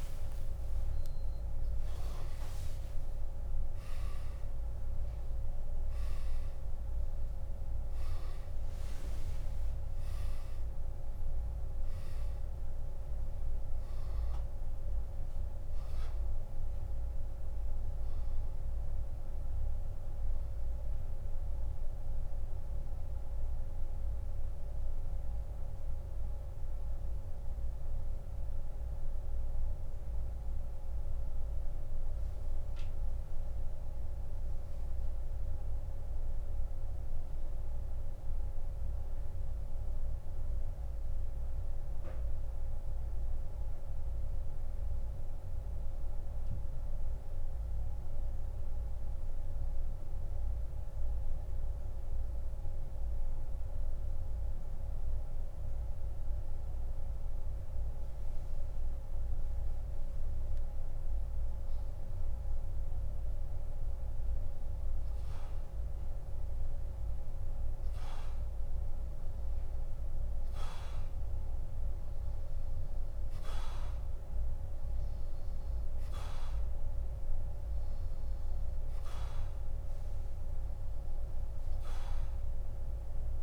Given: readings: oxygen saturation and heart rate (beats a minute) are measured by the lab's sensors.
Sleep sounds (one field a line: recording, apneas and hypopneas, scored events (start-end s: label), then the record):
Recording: breathing in sleep, hard to hear, by a room microphone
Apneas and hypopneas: 1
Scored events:
0.00-3.00 s: arousal
4.50-13.50 s: oxygen desaturation (device-marked, oxygen 98% before, 92% lowest)
25.00-59.50 s: central apnea (oxygen 98% before, 87% lowest)
36.50-60.50 s: oxygen desaturation (device-marked, oxygen 93% before, 87% lowest)
62.00-66.00 s: arousal
76.50-83.42 s: oxygen desaturation (device-marked, oxygen 98% before, 93% lowest)
From the record:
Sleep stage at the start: N2 (light sleep)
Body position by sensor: on the back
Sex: male